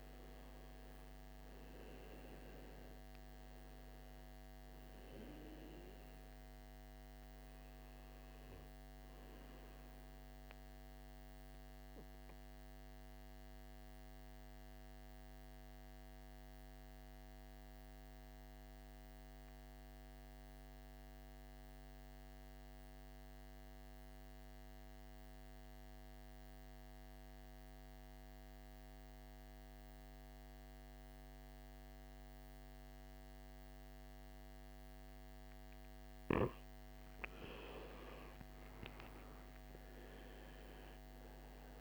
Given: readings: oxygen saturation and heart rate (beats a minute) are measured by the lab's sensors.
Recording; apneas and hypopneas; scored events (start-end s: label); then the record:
breathing in sleep, hard to hear, by a microphone on the trachea; 1
0.00-1.00 s: arousal
0.00-21.50 s: oxygen desaturation (device-marked, oxygen 88% lowest, heart rate 56 extreme)
12.50-36.00 s: obstructive apnea (oxygen 98% before, 83% lowest, heart rate 61 before, 56 extreme, up 20 after)
36.50-41.81 s: oxygen desaturation (device-marked, oxygen 98% before, 86% lowest, heart rate 58 before, 56 extreme)
38.50-41.81 s: arousal
From the record:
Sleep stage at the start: N2 (light sleep); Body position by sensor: on the back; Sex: male